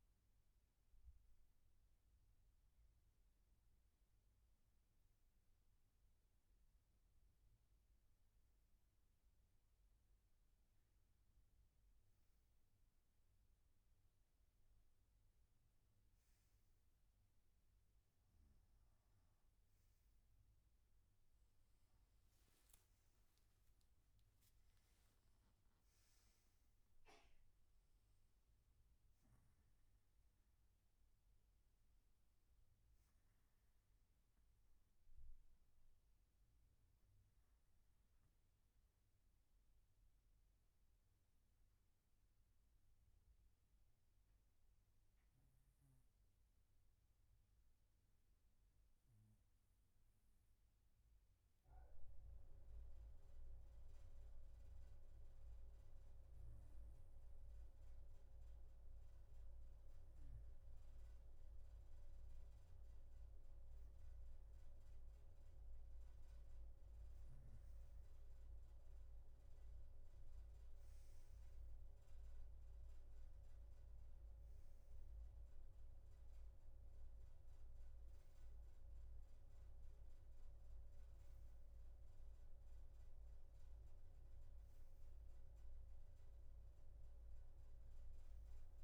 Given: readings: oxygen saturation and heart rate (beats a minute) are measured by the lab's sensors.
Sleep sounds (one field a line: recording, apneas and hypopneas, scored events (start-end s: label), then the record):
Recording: breathing in sleep, hard to hear, by a room microphone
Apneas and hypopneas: 2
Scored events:
0.50-15.50 s: hypopnea (oxygen 96% before, 94% lowest, heart rate 66 before, 60 extreme, up 0 after)
39.00-59.00 s: obstructive apnea (oxygen 96% before, 94% lowest, heart rate 65 before, 57 extreme, up 0 after)
From the record:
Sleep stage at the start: N2 (light sleep)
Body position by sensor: on the right side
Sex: male